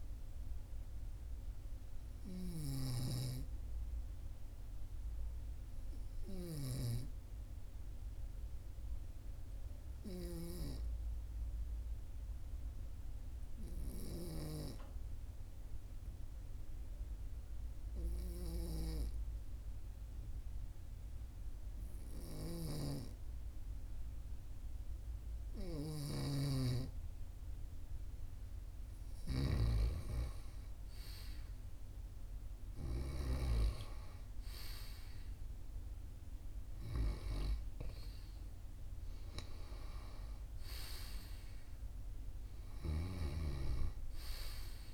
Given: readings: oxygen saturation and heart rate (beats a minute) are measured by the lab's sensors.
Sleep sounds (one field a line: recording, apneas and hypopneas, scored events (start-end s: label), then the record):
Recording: breathing in sleep by a room microphone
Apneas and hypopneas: 1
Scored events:
1.50-26.00 s: obstructive apnea (oxygen 98% before, 94% lowest, heart rate 43 before, 42 extreme, up 3 after)
27.00-30.00 s: arousal
From the record:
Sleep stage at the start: N2 (light sleep)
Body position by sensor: on the right side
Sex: male